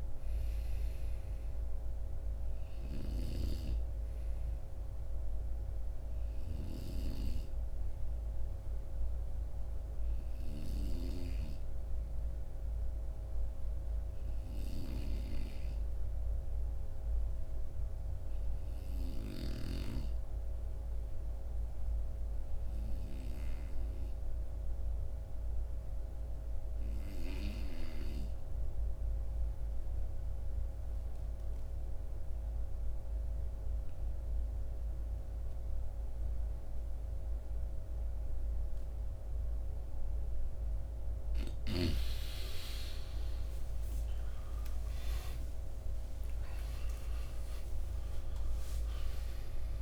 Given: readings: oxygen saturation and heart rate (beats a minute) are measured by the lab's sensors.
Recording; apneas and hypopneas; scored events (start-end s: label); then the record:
breathing in sleep by a room microphone; 1
0.00-17.00 s: oxygen desaturation (device-marked, oxygen 90% lowest, heart rate 54 extreme)
9.00-40.00 s: obstructive apnea (oxygen 96% before, 84% lowest, heart rate 61 before, 54 extreme, up 30 after)
34.00-49.81 s: oxygen desaturation (device-marked, oxygen 96% before, 84% lowest, heart rate 55 before, 53 extreme)
42.50-48.00 s: arousal
From the record:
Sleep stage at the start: N2 (light sleep); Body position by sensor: on the right side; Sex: male